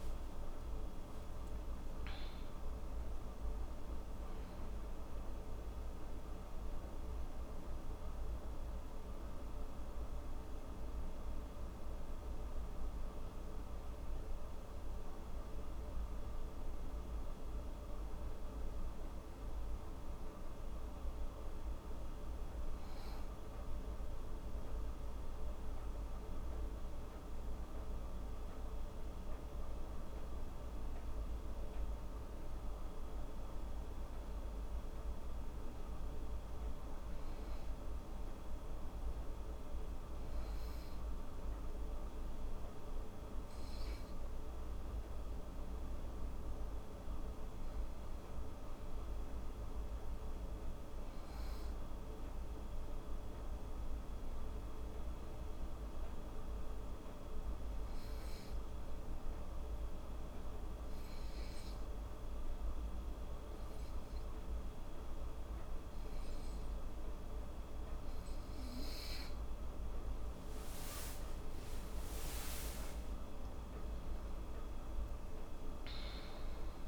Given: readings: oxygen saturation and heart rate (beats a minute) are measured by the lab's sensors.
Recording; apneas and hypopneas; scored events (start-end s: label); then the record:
breathing in sleep, hard to hear, by a room microphone; 2
0.00-1.00 s: arousal
0.00-11.50 s: oxygen desaturation (device-marked, oxygen 90% lowest, heart rate 78 extreme)
27.00-30.50 s: arousal
34.00-44.00 s: hypopnea (oxygen 98% before, 90% lowest, heart rate 80 before, 78 extreme, up 5 after)
45.50-48.50 s: arousal
59.00-69.00 s: obstructive apnea (oxygen 97% before, 90% lowest, heart rate 80 before, 76 extreme, up 3 after)
68.50-76.88 s: new sleep stage, awake
73.50-76.88 s: oxygen desaturation (device-marked, oxygen 95% before, 90% lowest, heart rate 81 before, 77 extreme)
From the record:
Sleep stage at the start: N2 (light sleep); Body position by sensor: on the back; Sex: female